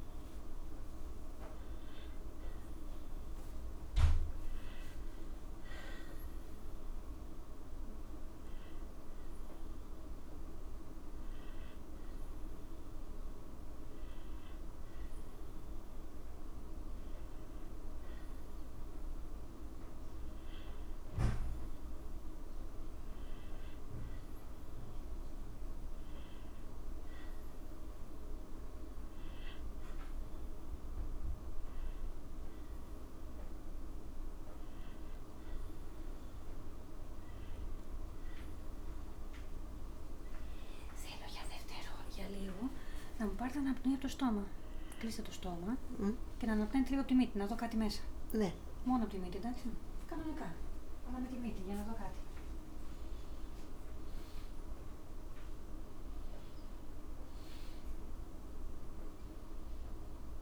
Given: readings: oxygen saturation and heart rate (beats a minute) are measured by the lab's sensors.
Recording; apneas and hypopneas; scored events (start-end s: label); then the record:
a person awake in a sleep study, by a room microphone; none
none scored
From the record:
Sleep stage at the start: awake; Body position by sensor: on the back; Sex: female